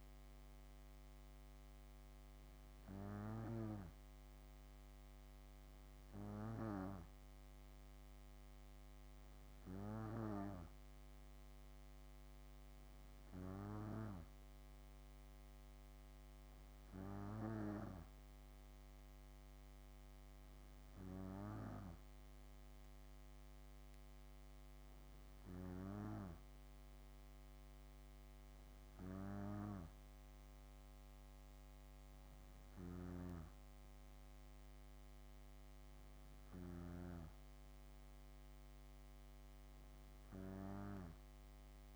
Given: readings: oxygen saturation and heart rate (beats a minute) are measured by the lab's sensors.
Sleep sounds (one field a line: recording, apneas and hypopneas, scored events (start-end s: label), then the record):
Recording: breathing in sleep by a microphone on the trachea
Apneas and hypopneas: none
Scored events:
32.50-37.00 s: snoring (device-marked)
From the record:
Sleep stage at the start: N2 (light sleep)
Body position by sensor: on the back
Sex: female